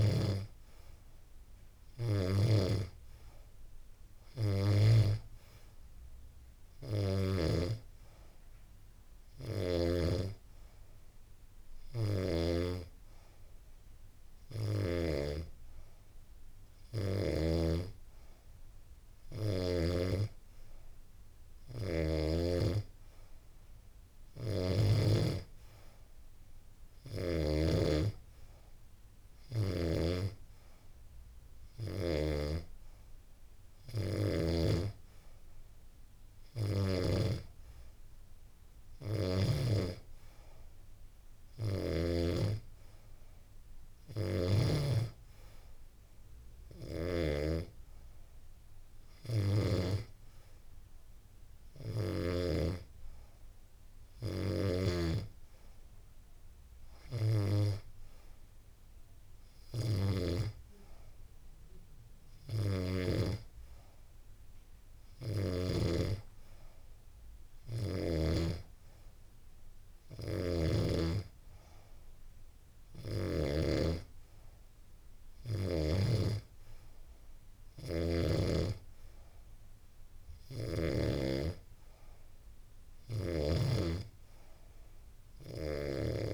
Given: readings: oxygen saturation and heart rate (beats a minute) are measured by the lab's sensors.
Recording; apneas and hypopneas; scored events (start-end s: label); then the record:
breathing in sleep by a room microphone; none
23.50-27.00 s: snoring (device-marked)
69.50-80.50 s: snoring (device-marked)
From the record:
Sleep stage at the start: N2 (light sleep); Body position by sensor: on the back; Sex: female